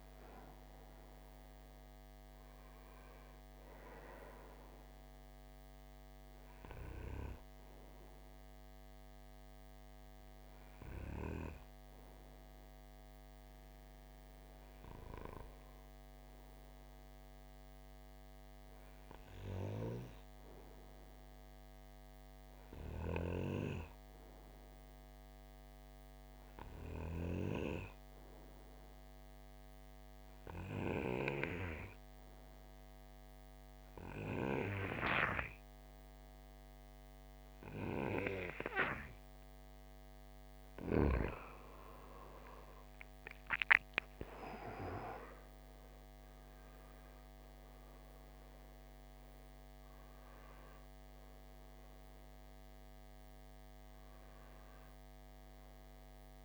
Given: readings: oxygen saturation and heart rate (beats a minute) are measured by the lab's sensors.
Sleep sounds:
breathing in sleep by a microphone on the trachea; 1
0.00-3.00 s: arousal
0.00-4.50 s: oxygen desaturation (device-marked, oxygen 89% lowest)
26.50-40.00 s: obstructive apnea (oxygen 97% before, 88% lowest)
33.50-56.45 s: oxygen desaturation (device-marked, oxygen 95% before, 88% lowest)
42.00-46.50 s: arousal
From the record:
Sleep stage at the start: N2 (light sleep); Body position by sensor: on the right side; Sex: male

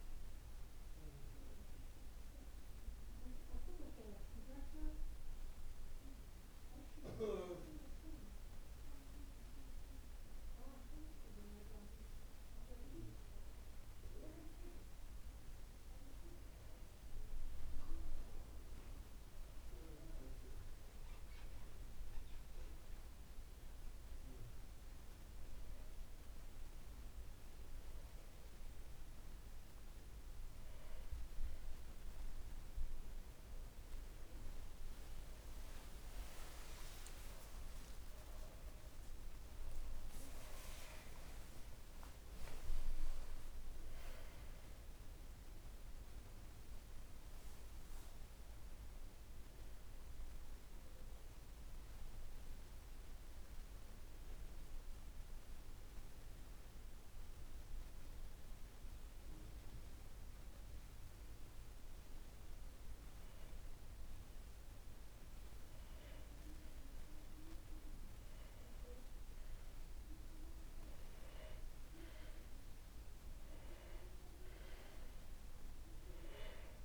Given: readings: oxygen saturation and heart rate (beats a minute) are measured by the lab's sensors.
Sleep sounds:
breathing in sleep by a room microphone; 2
1.00-11.50 s: obstructive apnea (oxygen 96% before, 93% lowest, heart rate 65 before, 57 extreme, up 0 after)
13.00-16.50 s: arousal
38.00-42.00 s: arousal
39.00-52.00 s: oxygen desaturation (device-marked, oxygen 96% before, 93% lowest, heart rate 61 before, 56 extreme)
56.00-66.50 s: obstructive apnea (oxygen 97% before, 91% lowest, heart rate 72 before, 56 extreme, up 2 after)
69.00-73.00 s: arousal
73.00-76.85 s: oxygen desaturation (device-marked, oxygen 97% before, 93% lowest, heart rate 61 before, 57 extreme)
From the record:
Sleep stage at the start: N2 (light sleep); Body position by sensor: on the back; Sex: male

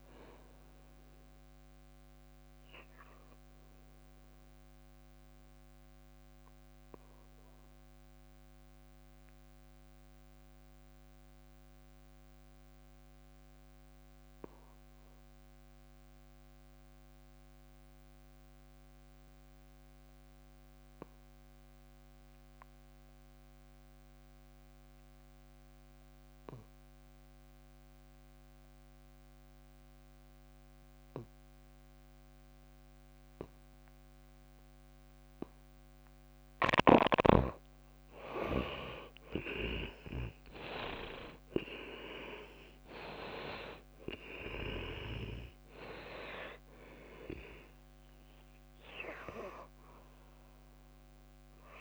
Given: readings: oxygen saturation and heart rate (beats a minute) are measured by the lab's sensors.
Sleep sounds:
breathing in sleep by a microphone on the trachea; 1
0.00-4.00 s: oxygen desaturation (device-marked, oxygen 78% lowest, heart rate 56 extreme)
4.50-35.50 s: obstructive apnea (oxygen 97% before, 74% lowest, heart rate 75 before, 55 extreme, up 13 after)
25.00-51.81 s: oxygen desaturation (device-marked, oxygen 99% before, 74% lowest, heart rate 57 before, 55 extreme)
39.00-43.00 s: arousal
From the record:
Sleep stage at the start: N2 (light sleep); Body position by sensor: on the back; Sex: female

